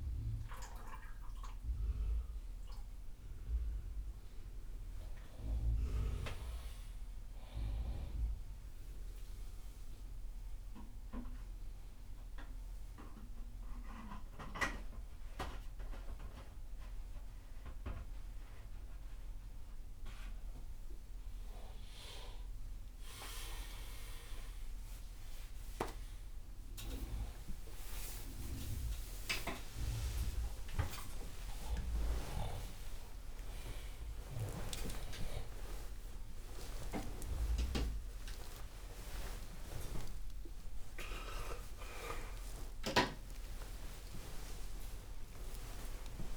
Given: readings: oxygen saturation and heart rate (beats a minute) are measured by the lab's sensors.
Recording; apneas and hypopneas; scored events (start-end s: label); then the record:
a person awake in a sleep study, by a room microphone; none
none scored
From the record:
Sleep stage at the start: awake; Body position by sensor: on the front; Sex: male